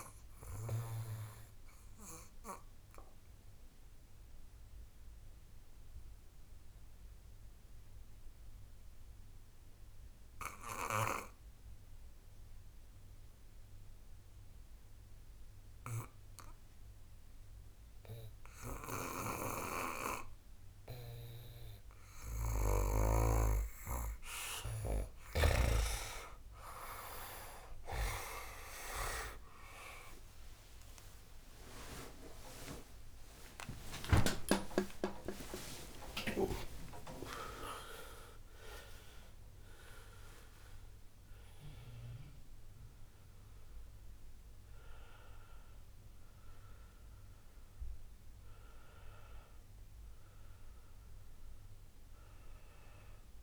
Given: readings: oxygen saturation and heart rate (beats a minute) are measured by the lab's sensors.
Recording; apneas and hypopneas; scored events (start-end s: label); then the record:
a person partly awake in a sleep study, by a room microphone; 1
0.00-21.50 s: oxygen desaturation (device-marked, oxygen 82% lowest)
4.00-20.00 s: obstructive apnea (oxygen 95% before, 82% lowest)
28.50-52.50 s: oxygen desaturation (device-marked, oxygen 89% before, 82% lowest)
38.50-53.43 s: new sleep stage, awake
From the record:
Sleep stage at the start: REM sleep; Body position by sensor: on the back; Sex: male